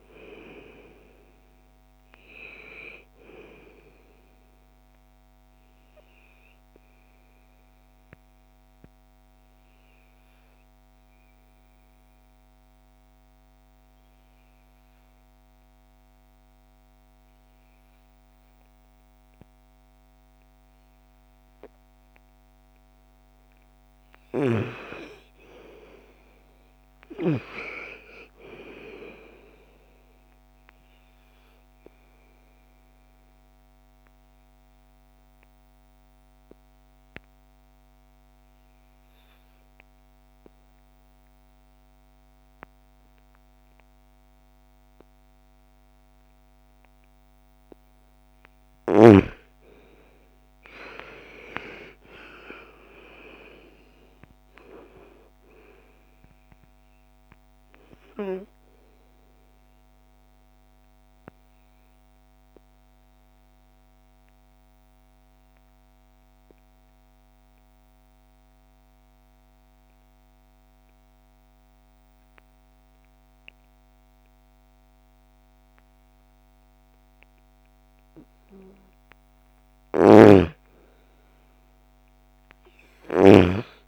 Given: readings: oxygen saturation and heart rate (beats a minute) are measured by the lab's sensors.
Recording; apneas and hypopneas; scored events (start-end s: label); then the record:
breathing in sleep by a microphone on the trachea; 3
0.00-16.50 s: oxygen desaturation (device-marked, oxygen 89% lowest, heart rate 54 extreme)
6.50-23.00 s: obstructive apnea (oxygen 98% before, 88% lowest, heart rate 54 before, 54 extreme, up 12 after)
24.00-27.50 s: arousal
25.50-46.50 s: oxygen desaturation (device-marked, oxygen 98% before, 88% lowest, heart rate 56 before, 55 extreme)
30.50-46.50 s: obstructive apnea (oxygen 98% before, 86% lowest, heart rate 56 before, 55 extreme, up 13 after)
48.50-52.50 s: arousal
55.50-74.50 s: oxygen desaturation (device-marked, oxygen 98% before, 88% lowest, heart rate 61 before, 38 extreme)
59.50-77.00 s: obstructive apnea (oxygen 98% before, 86% lowest, heart rate 63 before, 38 extreme, up 0 after)
78.50-82.00 s: arousal
79.00-83.00 s: snoring (device-marked)
80.50-83.88 s: oxygen desaturation (device-marked, oxygen 99% before, 86% lowest, heart rate 57 before, 43 extreme)
From the record:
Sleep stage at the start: N2 (light sleep); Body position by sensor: on the right side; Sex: female